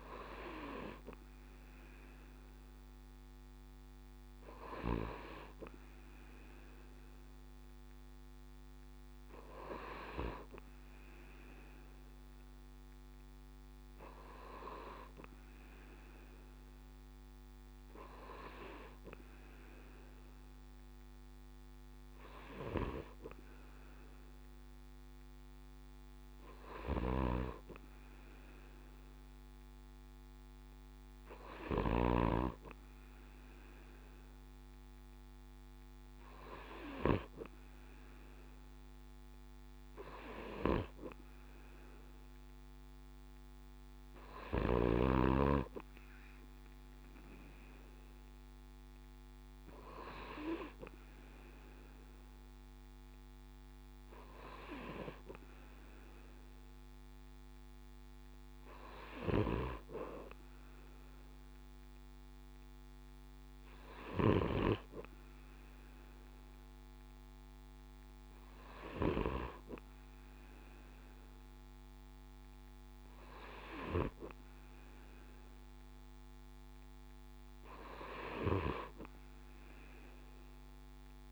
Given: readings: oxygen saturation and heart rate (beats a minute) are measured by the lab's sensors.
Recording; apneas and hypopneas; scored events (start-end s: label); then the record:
breathing in sleep by a microphone on the trachea; none
26.50-32.00 s: snoring (device-marked)
From the record:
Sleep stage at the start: N2 (light sleep); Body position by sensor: on the right side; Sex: male